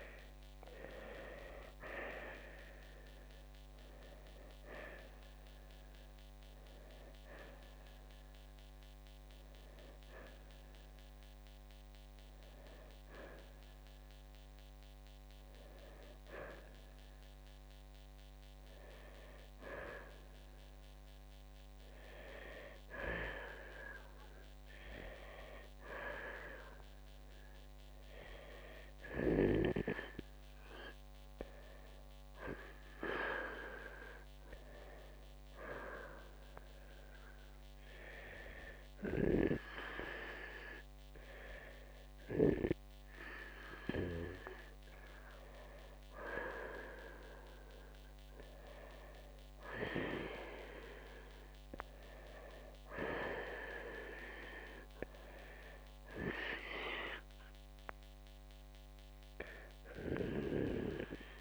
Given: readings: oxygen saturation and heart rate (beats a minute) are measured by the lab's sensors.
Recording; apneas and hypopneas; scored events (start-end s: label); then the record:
breathing in sleep by a microphone on the trachea; none
14.50-26.50 s: oxygen desaturation (device-marked, oxygen 91% before, 86% lowest, heart rate 66 before, 61 extreme)
From the record:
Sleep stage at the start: N2 (light sleep); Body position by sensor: on the right side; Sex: male